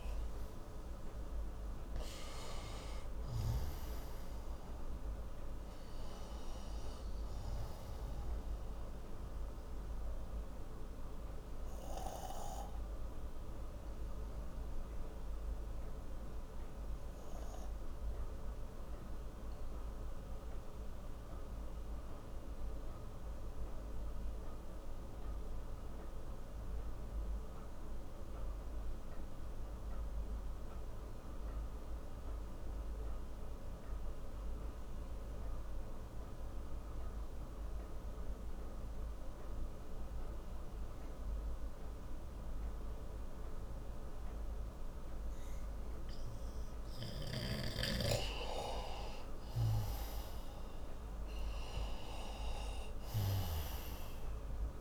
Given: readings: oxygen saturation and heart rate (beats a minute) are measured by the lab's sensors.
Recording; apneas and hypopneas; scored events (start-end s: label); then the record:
breathing in sleep by a room microphone; 1
0.00-30.00 s: oxygen desaturation (device-marked, oxygen 87% lowest)
10.50-47.50 s: obstructive apnea (oxygen 97% before, 87% lowest)
46.00-54.81 s: oxygen desaturation (device-marked, oxygen 98% before, 89% lowest)
49.50-54.00 s: arousal
From the record:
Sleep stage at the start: N2 (light sleep); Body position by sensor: on the right side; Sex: male